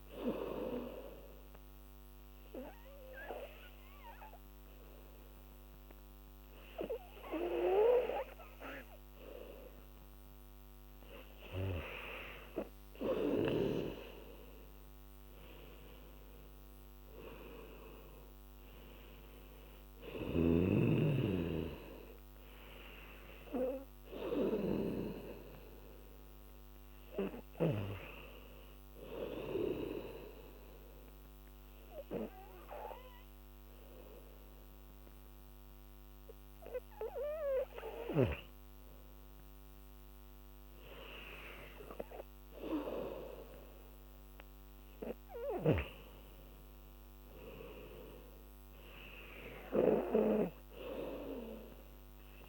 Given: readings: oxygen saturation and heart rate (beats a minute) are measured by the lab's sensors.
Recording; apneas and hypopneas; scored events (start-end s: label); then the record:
breathing in sleep by a microphone on the trachea; 2
1.00-11.50 s: obstructive apnea (oxygen 96% before, 91% lowest, heart rate 84 before, 69 extreme, up 4 after)
15.00-33.00 s: oxygen desaturation (device-marked, oxygen 96% before, 91% lowest, heart rate 84 before, 69 extreme)
16.00-19.50 s: arousal
29.00-39.00 s: obstructive apnea (oxygen 96% before, 91% lowest, heart rate 82 before, 72 extreme, up 3 after)
39.00-43.50 s: arousal
45.00-52.49 s: oxygen desaturation (device-marked, oxygen 98% before, 93% lowest, heart rate 76 before, 72 extreme)
From the record:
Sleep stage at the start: N2 (light sleep); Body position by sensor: on the back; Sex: female